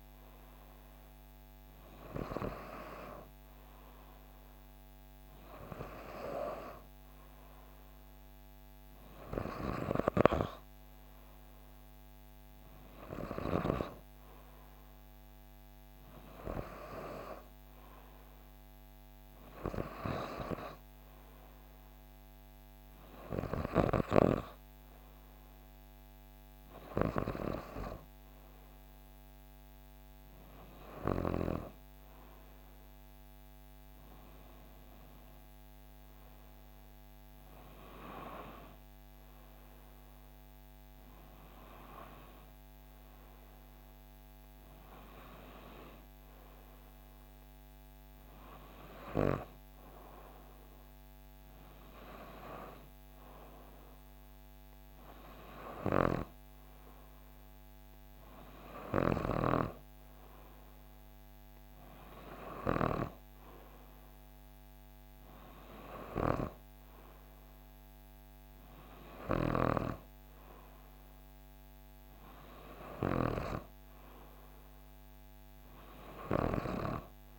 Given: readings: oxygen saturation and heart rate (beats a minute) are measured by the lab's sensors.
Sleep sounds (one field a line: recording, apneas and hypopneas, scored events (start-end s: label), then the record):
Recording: breathing in sleep by a microphone on the trachea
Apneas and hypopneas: none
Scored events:
27.00-57.00 s: new sleep stage, N2 (light sleep)
33.50-37.00 s: arousal
57.00-77.39 s: new sleep stage, N3 (deep sleep)
From the record:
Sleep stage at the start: N3 (deep sleep)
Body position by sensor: on the back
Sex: female